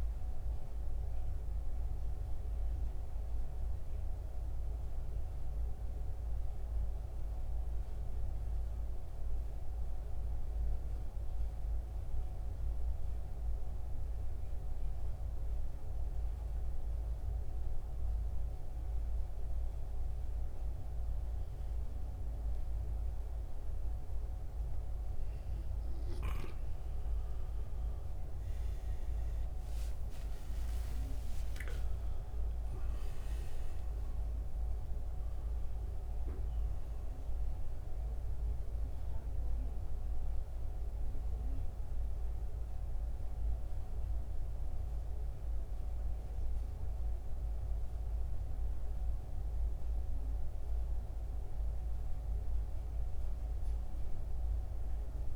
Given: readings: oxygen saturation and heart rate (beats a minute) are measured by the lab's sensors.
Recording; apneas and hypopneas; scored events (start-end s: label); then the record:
breathing in sleep, hard to hear, by a room microphone; 1
0.00-19.00 s: oxygen desaturation (device-marked, oxygen 89% lowest, heart rate 66 extreme)
3.00-26.50 s: mixed apnea (oxygen 97% before, 88% lowest, heart rate 73 before, 66 extreme, up 17 after)
27.00-30.50 s: arousal
27.00-55.36 s: new sleep stage, N1 (lightest sleep)
36.00-55.36 s: oxygen desaturation (device-marked, oxygen 94% before, 88% lowest, heart rate 71 before, 67 extreme)
From the record:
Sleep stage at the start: N2 (light sleep); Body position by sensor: on the back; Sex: male